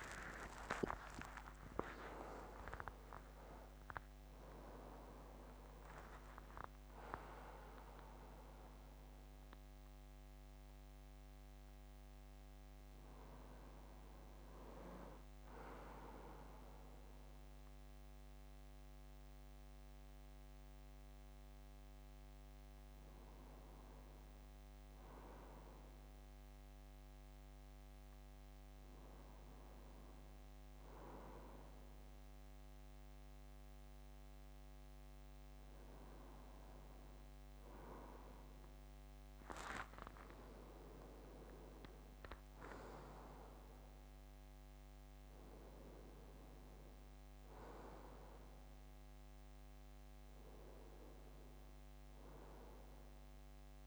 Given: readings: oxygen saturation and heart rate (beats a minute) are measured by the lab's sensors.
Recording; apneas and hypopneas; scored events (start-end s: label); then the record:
breathing in sleep by a microphone on the trachea; none
0.00-4.00 s: arousal
14.00-53.87 s: new sleep stage, N1 (lightest sleep)
35.00-39.00 s: arousal
36.00-46.00 s: oxygen desaturation (device-marked, oxygen 97% before, 94% lowest)
From the record:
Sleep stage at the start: N2 (light sleep); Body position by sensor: on the front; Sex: male